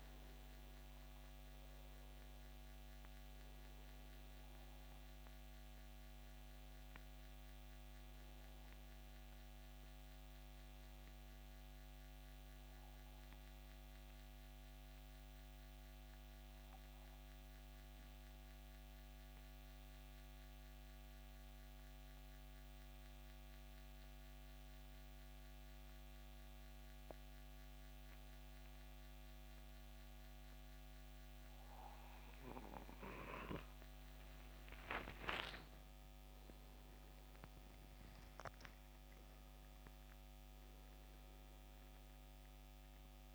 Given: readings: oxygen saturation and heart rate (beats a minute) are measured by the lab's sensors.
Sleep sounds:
breathing in sleep by a microphone on the trachea; 1
0.00-24.00 s: oxygen desaturation (device-marked, oxygen 88% lowest, heart rate 65 extreme)
13.50-30.50 s: central apnea (oxygen 93% before, 87% lowest, heart rate 75 before, 65 extreme, up 9 after)
35.00-38.00 s: arousal
40.00-43.35 s: oxygen desaturation (device-marked, oxygen 95% before, 89% lowest, heart rate 67 before, 62 extreme)
From the record:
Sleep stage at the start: N2 (light sleep); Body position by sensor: on the back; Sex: male

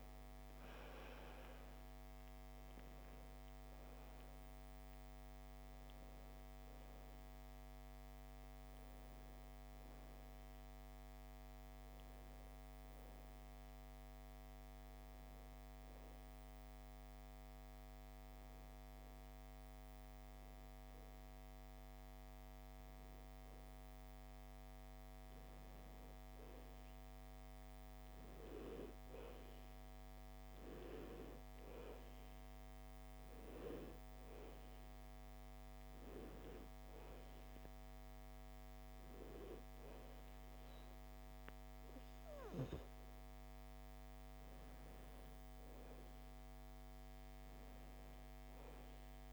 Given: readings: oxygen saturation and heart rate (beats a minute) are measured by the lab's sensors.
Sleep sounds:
breathing in sleep by a microphone on the trachea; 1
6.00-49.33 s: new sleep stage, N2 (light sleep)
17.00-27.00 s: hypopnea (oxygen 95% before, 92% lowest, heart rate 91 before, 56 extreme, up 4 after)
28.50-32.00 s: arousal
35.00-49.33 s: oxygen desaturation (device-marked, oxygen 97% before, 92% lowest, heart rate 58 before, 61 extreme)
From the record:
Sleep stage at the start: N1 (lightest sleep); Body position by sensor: on the back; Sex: female

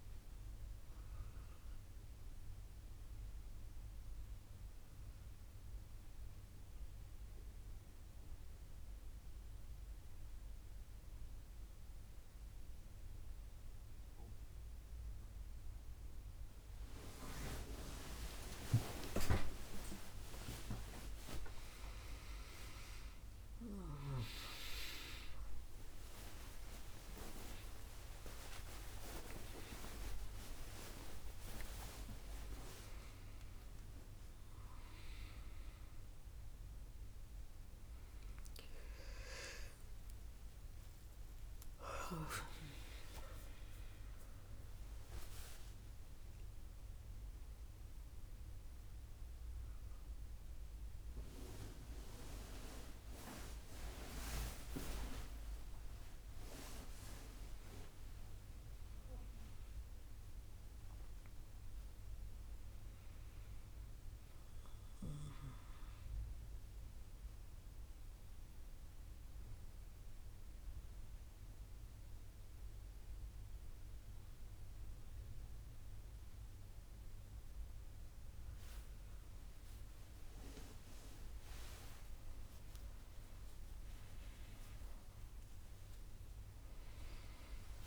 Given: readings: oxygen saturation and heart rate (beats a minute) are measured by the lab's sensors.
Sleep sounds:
a person awake in a sleep study, by a room microphone; 1
0.00-16.00 s: oxygen desaturation (device-marked, oxygen 98% before, 95% lowest, heart rate 80 before, 72 extreme)
6.50-18.00 s: obstructive apnea (oxygen 99% before, 94% lowest)
28.00-87.87 s: new sleep stage, awake
From the record:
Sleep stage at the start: N1 (lightest sleep); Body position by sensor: on the back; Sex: female

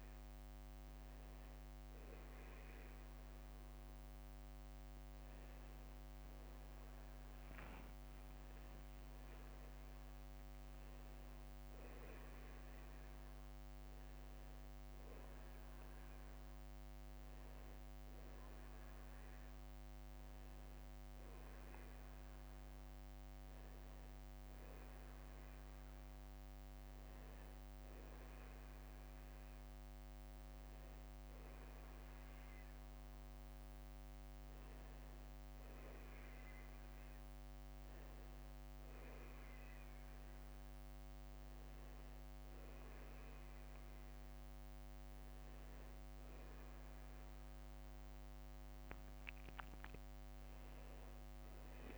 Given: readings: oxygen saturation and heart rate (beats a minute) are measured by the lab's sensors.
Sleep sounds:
a person partly awake in a sleep study, hard to hear, by a microphone on the trachea; none
0.00-1.00 s: long interval between heartbeats (device-marked, heart rate 63 extreme)
7.00-9.00 s: long interval between heartbeats (device-marked, heart rate 59 before, 63 extreme)
16.50-18.50 s: long interval between heartbeats (device-marked, heart rate 58 before, 60 extreme)
18.50-51.98 s: new sleep stage, N1 (lightest sleep)
From the record:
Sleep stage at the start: awake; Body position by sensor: on the back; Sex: male

